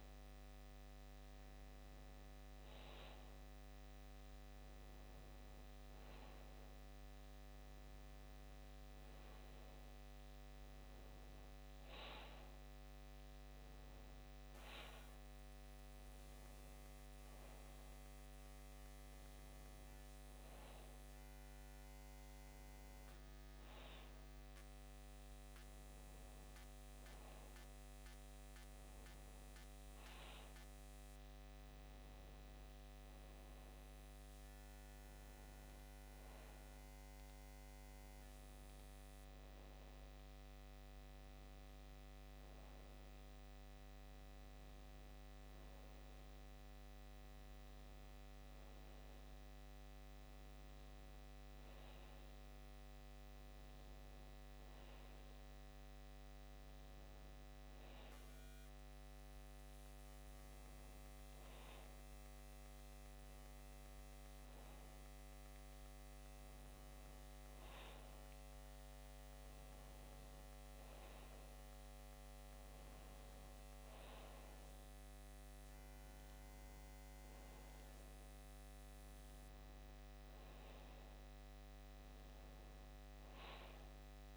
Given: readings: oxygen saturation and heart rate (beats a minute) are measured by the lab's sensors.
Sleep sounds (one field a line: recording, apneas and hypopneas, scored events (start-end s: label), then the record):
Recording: breathing in sleep, hard to hear, by a microphone on the trachea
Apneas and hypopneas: none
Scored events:
none scored
From the record:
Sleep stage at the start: N2 (light sleep)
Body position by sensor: on the back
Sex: male